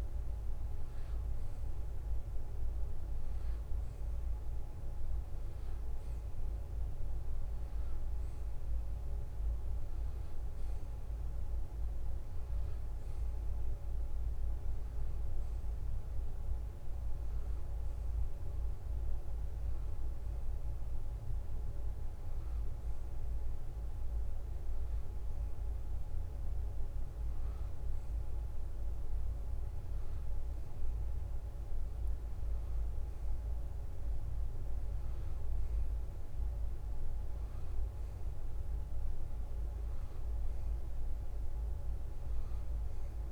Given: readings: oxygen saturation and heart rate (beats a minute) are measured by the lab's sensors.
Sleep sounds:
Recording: breathing in sleep, hard to hear, by a room microphone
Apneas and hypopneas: none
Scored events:
none scored
From the record:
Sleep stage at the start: N2 (light sleep)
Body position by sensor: on the back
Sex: male

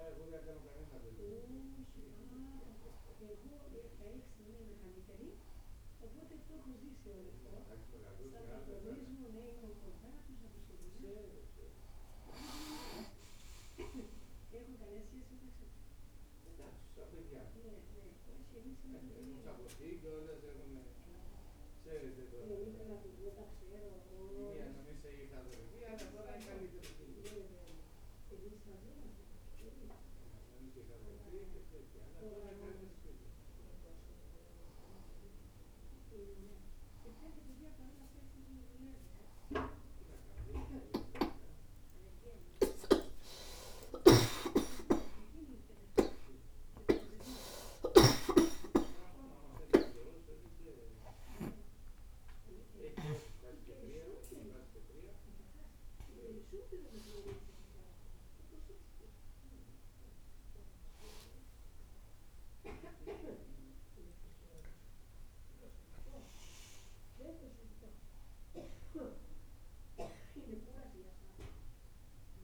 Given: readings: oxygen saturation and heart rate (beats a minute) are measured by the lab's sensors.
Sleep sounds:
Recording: a person partly awake in a sleep study, by a room microphone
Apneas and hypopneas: none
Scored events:
42.50-50.00 s: snoring (device-marked)
46.00-72.44 s: new sleep stage, awake
55.00-57.00 s: tachycardia (device-marked, heart rate 96 before, 100 extreme)
From the record:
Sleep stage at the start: N2 (light sleep)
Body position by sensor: on the right side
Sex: female

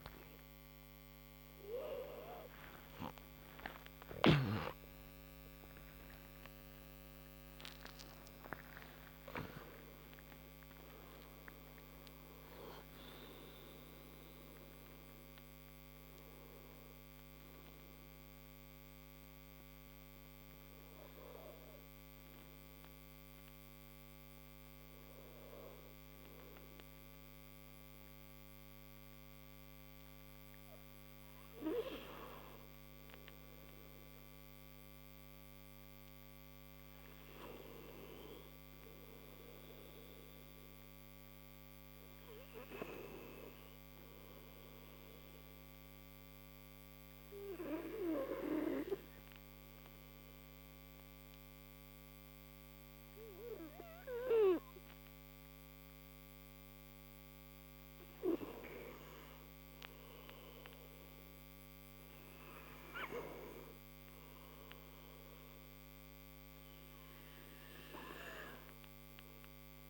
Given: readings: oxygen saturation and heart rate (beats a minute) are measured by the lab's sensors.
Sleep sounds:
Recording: a person partly awake in a sleep study, by a microphone on the trachea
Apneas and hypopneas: none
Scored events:
2.50-11.50 s: tachycardia (device-marked)
4.00-8.00 s: snoring (device-marked)
20.50-69.90 s: new sleep stage, N2 (light sleep)
60.50-65.50 s: arousal
66.50-69.90 s: oxygen desaturation (device-marked, oxygen 96% before, 93% lowest)
From the record:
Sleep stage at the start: awake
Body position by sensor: on the right side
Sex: male

